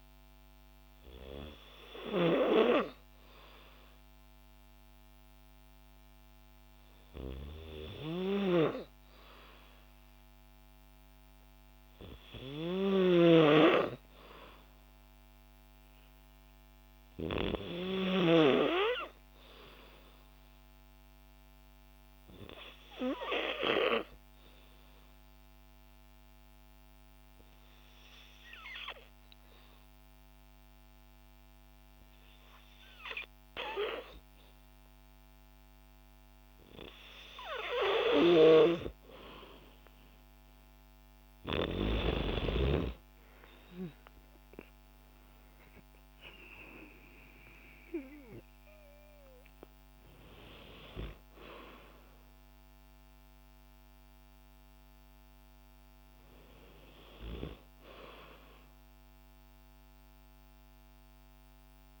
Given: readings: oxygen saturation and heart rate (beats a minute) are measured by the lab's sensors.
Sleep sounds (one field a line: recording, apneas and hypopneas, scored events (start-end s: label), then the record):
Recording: breathing in sleep by a microphone on the trachea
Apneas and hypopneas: 1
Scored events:
21.00-36.50 s: obstructive apnea (oxygen 96% before, 90% lowest, heart rate 57 before, 55 extreme, up 5 after)
39.50-43.00 s: arousal
42.00-62.00 s: oxygen desaturation (device-marked, oxygen 94% before, 90% lowest, heart rate 57 before, 55 extreme)
From the record:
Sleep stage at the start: N2 (light sleep)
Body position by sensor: on the back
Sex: female